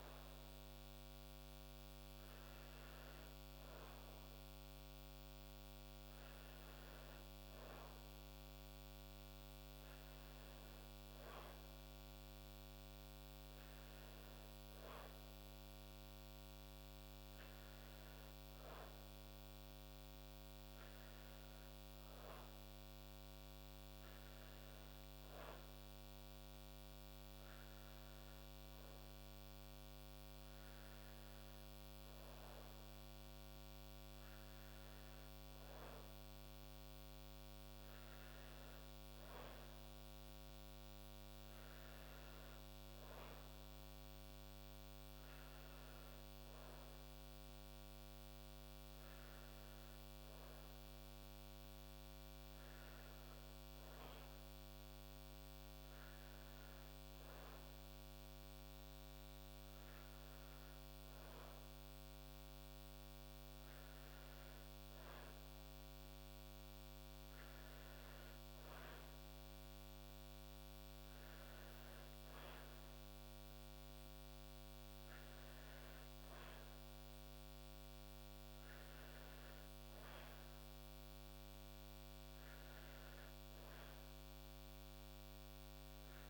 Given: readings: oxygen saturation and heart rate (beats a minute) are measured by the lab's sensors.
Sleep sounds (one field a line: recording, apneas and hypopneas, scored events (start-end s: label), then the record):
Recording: breathing in sleep, hard to hear, by a microphone on the trachea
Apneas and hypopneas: none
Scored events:
none scored
From the record:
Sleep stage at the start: N1 (lightest sleep)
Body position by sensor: on the back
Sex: female